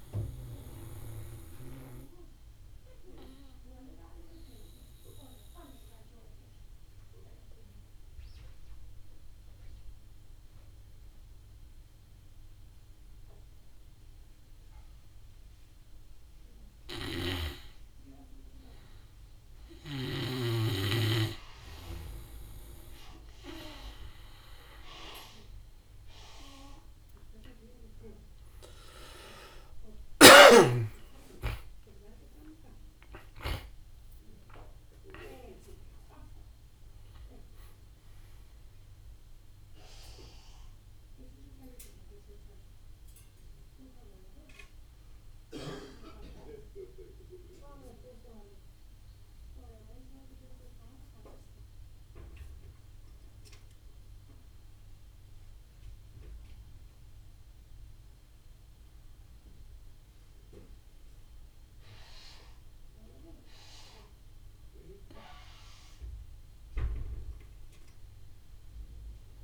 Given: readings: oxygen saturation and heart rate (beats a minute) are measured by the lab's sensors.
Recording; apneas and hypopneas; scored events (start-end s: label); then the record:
breathing in sleep by a room microphone; 2
0.00-5.00 s: oxygen desaturation (device-marked, oxygen 88% lowest, heart rate 55 extreme)
1.00-16.50 s: obstructive apnea (oxygen 97% before, 87% lowest, heart rate 56 before, 55 extreme, up 4 after)
16.00-45.00 s: oxygen desaturation (device-marked, oxygen 95% before, 87% lowest, heart rate 57 before, 52 extreme)
16.50-20.00 s: snoring (device-marked)
19.00-21.50 s: arousal
29.00-43.00 s: drop in pulse transit time (device-marked, heart rate 59 before, 66 extreme)
29.50-34.00 s: arousal
48.50-64.00 s: central apnea (oxygen 97% before, 87% lowest, heart rate 72 before, 50 extreme, up 9 after)
58.00-69.43 s: oxygen desaturation (device-marked, oxygen 99% before, 87% lowest, heart rate 61 before, 50 extreme)
66.00-69.43 s: arousal
From the record:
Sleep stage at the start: N2 (light sleep); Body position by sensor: on the back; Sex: male